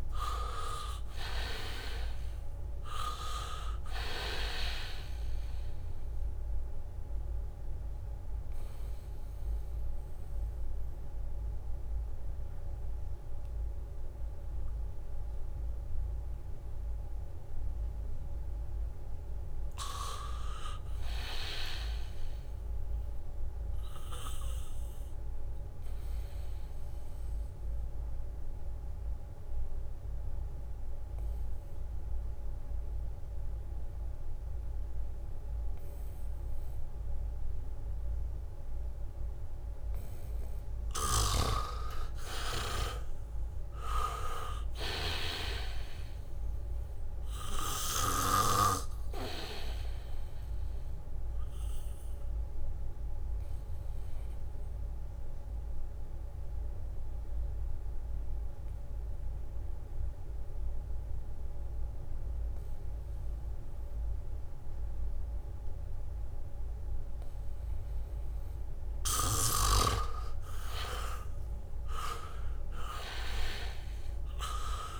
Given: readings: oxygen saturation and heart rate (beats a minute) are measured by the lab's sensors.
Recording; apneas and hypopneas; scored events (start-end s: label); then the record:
breathing in sleep by a room microphone; 3
0.00-2.00 s: arousal
0.00-3.00 s: leg movement (device-marked)
0.00-22.50 s: oxygen desaturation (device-marked, oxygen 80% lowest, heart rate 71 extreme)
7.00-19.50 s: mixed apnea (oxygen 99% before, 80% lowest, heart rate 73 before, 74 extreme, up 5 after)
21.00-24.00 s: arousal
26.50-39.50 s: obstructive apnea (oxygen 99% before, 82% lowest, heart rate 78 before, 74 extreme, up 2 after)
32.50-37.50 s: oxygen desaturation (device-marked, oxygen 99% before, 92% lowest, heart rate 78 before, 74 extreme)
41.50-46.00 s: snoring (device-marked)
43.00-47.00 s: arousal
43.50-63.50 s: oxygen desaturation (device-marked, oxygen 97% before, 82% lowest, heart rate 76 before, 74 extreme)
53.00-68.50 s: obstructive apnea (oxygen 99% before, 82% lowest, heart rate 76 before, 74 extreme)
65.00-69.00 s: leg movement (device-marked)
69.50-75.00 s: oxygen desaturation (device-marked, oxygen 98% before, 83% lowest, heart rate 78 before, 73 extreme)
72.00-75.00 s: arousal
From the record:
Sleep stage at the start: N2 (light sleep); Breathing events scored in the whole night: 390 in 4.1 hours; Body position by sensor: on the back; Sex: male